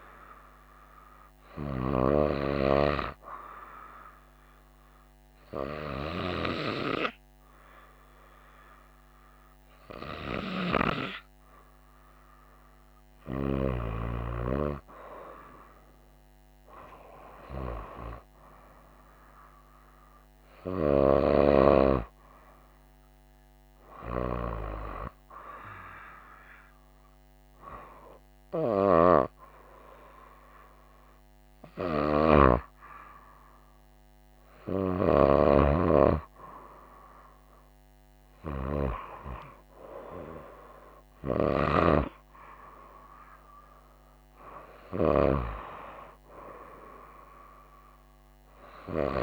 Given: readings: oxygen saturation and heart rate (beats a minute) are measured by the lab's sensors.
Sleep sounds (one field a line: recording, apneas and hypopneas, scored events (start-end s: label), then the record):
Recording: breathing in sleep by a microphone on the trachea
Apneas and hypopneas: none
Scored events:
none scored
From the record:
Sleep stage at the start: N2 (light sleep)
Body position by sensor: on the right side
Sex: female